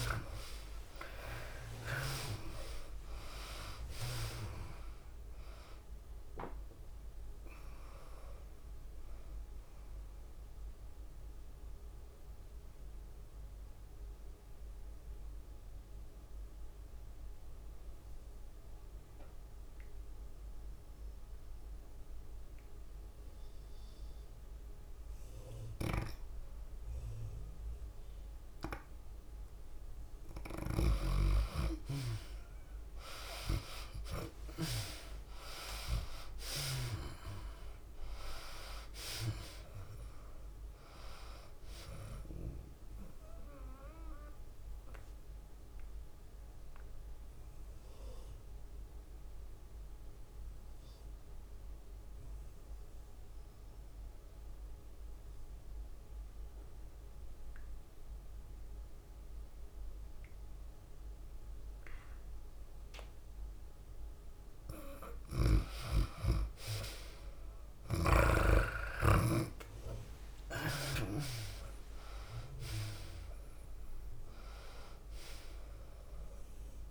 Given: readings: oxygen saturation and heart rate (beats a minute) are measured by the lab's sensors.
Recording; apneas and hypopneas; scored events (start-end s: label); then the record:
breathing in sleep by a room microphone; 2
0.00-22.50 s: oxygen desaturation (device-marked, oxygen 78% lowest, heart rate 95 extreme)
0.50-16.50 s: tachycardia (device-marked, heart rate 101 before, 106 extreme)
2.50-18.50 s: drop in pulse transit time (device-marked, heart rate 96 before, 100 extreme)
11.50-26.50 s: mixed apnea (oxygen 98% before, 78% lowest, heart rate 99 before, 95 extreme, up 2 after)
27.50-55.50 s: oxygen desaturation (device-marked, oxygen 98% before, 79% lowest, heart rate 102 before, 94 extreme)
33.50-49.50 s: tachycardia (device-marked, heart rate 101 before, 116 extreme)
35.00-39.00 s: arousal
37.50-50.50 s: drop in pulse transit time (device-marked, heart rate 98 before, 102 extreme)
39.00-41.00 s: long interval between heartbeats (device-marked, heart rate 98 before, 110 extreme)
44.50-64.50 s: obstructive apnea (oxygen 98% before, 76% lowest, heart rate 102 before, 94 extreme, up 54 after)
60.50-76.91 s: tachycardia (device-marked, heart rate 101 before, 148 extreme)
64.00-66.00 s: long interval between heartbeats (device-marked, heart rate 100 before, 101 extreme)
66.00-70.50 s: arousal
66.50-68.50 s: long interval between heartbeats (device-marked, heart rate 99 before, 112 extreme)
67.50-76.91 s: oxygen desaturation (device-marked, oxygen 97% before, 81% lowest, heart rate 100 before, 93 extreme)
69.00-71.00 s: long interval between heartbeats (device-marked, heart rate 101 before, 132 extreme)
69.50-76.91 s: drop in pulse transit time (device-marked, heart rate 102 before, 101 extreme)
From the record:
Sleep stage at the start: N2 (light sleep); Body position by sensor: on the back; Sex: female